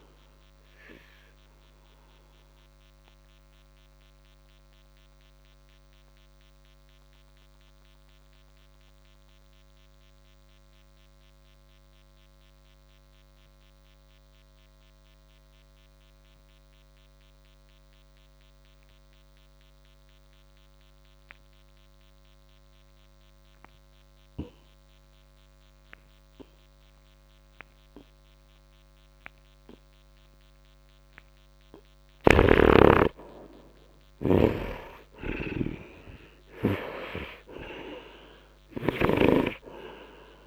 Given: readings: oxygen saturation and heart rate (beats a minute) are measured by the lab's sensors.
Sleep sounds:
breathing in sleep by a microphone on the trachea; 1
0.00-20.50 s: oxygen desaturation (device-marked, oxygen 66% lowest, heart rate 56 extreme)
0.50-31.50 s: obstructive apnea (oxygen 98% before, 66% lowest, heart rate 56 before, 56 extreme)
31.50-37.50 s: oxygen desaturation (device-marked, oxygen 99% before, 92% lowest, heart rate 67 before, 57 extreme)
32.00-40.47 s: snoring (device-marked)
34.00-39.50 s: arousal
From the record:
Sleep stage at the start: N2 (light sleep); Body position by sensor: on the right side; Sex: male

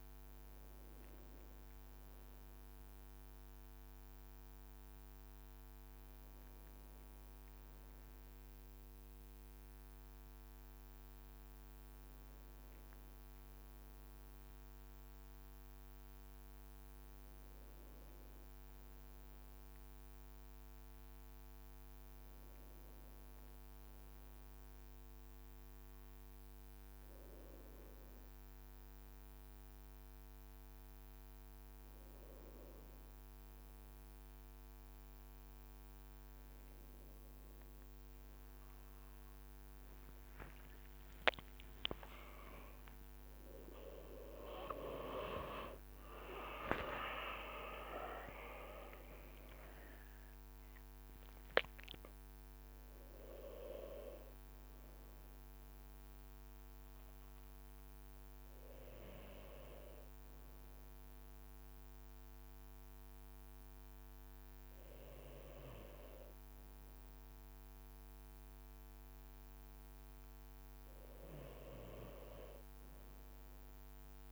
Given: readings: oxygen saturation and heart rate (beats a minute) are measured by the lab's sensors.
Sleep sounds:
breathing in sleep by a microphone on the trachea; 1
22.00-35.00 s: hypopnea (oxygen 99% before, 94% lowest, heart rate 57 before, 55 extreme, up 6 after)
24.50-55.50 s: oxygen desaturation (device-marked, oxygen 98% before, 94% lowest, heart rate 56 before, 55 extreme)
39.50-49.00 s: leg movement (device-marked)
41.00-46.00 s: arousal
From the record:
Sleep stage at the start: N1 (lightest sleep); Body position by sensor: on the back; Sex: male

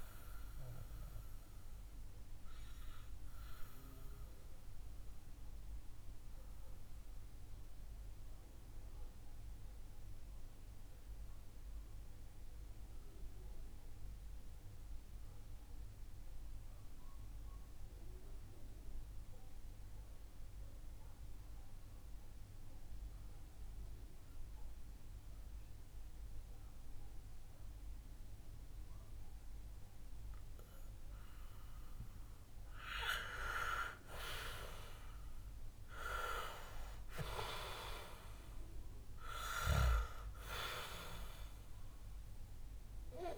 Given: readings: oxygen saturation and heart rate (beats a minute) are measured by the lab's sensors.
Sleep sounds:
breathing in sleep by a room microphone; 1
0.00-17.50 s: oxygen desaturation (device-marked, oxygen 88% lowest, heart rate 61 extreme)
0.50-28.50 s: mixed apnea (oxygen 99% before, 88% lowest, heart rate 66 before, 60 extreme, up 7 after)
32.50-37.50 s: arousal
From the record:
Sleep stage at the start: REM sleep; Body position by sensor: on the back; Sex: male

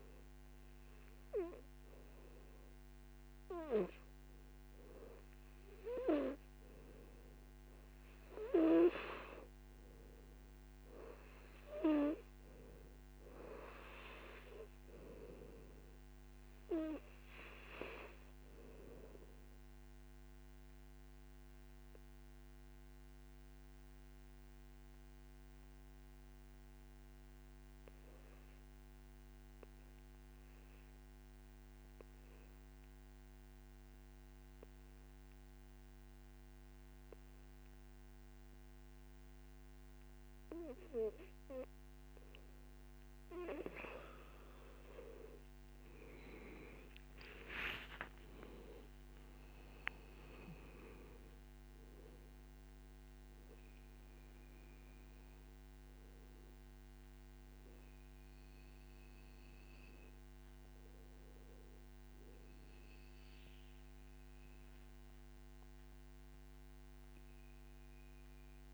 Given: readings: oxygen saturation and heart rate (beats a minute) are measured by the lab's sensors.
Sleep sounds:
breathing in sleep by a microphone on the trachea; 1
0.00-5.00 s: oxygen desaturation (device-marked, oxygen 93% lowest, heart rate 52 extreme)
12.00-24.00 s: oxygen desaturation (device-marked, oxygen 95% before, 90% lowest, heart rate 60 before, 52 extreme)
20.50-42.50 s: obstructive apnea (oxygen 96% before, 90% lowest, heart rate 63 before, 52 extreme, up 34 after)
45.00-48.50 s: arousal
48.00-50.00 s: long interval between heartbeats (device-marked, heart rate 57 before, 82 extreme)
50.00-68.00 s: oxygen desaturation (device-marked, oxygen 97% before, 92% lowest, heart rate 59 before, 53 extreme)
From the record:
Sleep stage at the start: REM sleep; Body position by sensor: on the back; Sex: male

